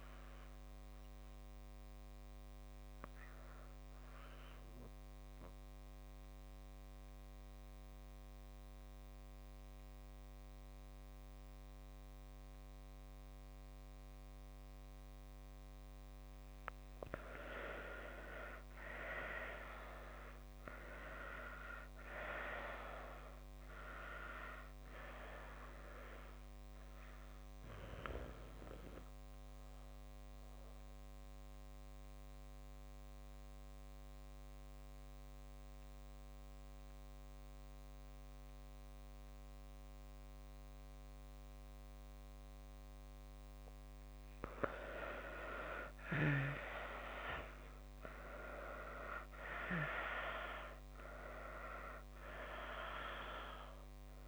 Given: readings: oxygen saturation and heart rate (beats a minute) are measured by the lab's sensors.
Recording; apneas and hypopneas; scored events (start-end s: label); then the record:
breathing in sleep by a microphone on the trachea; 2
0.00-2.00 s: arousal
5.50-16.00 s: central apnea (oxygen 93% before, 86% lowest)
18.50-22.00 s: arousal
25.00-46.00 s: oxygen desaturation (device-marked, oxygen 96% before, 88% lowest)
27.00-44.00 s: mixed apnea (oxygen 97% before, 86% lowest)
46.50-50.00 s: arousal
From the record:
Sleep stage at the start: N2 (light sleep); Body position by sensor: on the left side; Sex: female